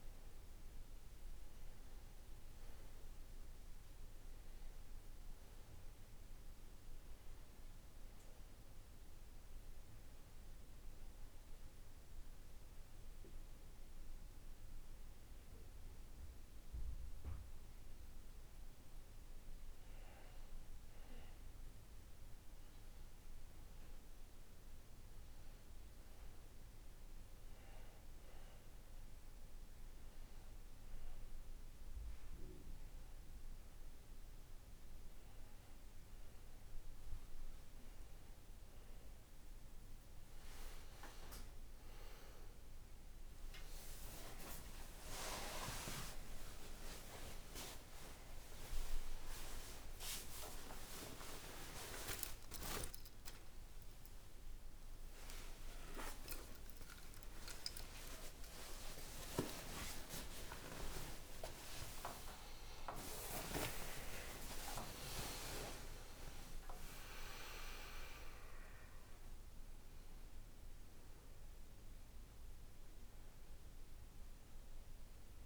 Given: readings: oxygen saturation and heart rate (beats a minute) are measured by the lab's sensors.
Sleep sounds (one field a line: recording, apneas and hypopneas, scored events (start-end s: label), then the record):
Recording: a person partly awake in a sleep study, by a room microphone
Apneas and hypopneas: 1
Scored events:
0.00-11.50 s: oxygen desaturation (device-marked, oxygen 93% lowest, heart rate 60 extreme)
11.00-21.00 s: hypopnea (oxygen 98% before, 92% lowest, heart rate 66 before, 61 extreme, up 1 after)
49.50-75.46 s: new sleep stage, awake
From the record:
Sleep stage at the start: N2 (light sleep)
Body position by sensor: on the back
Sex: male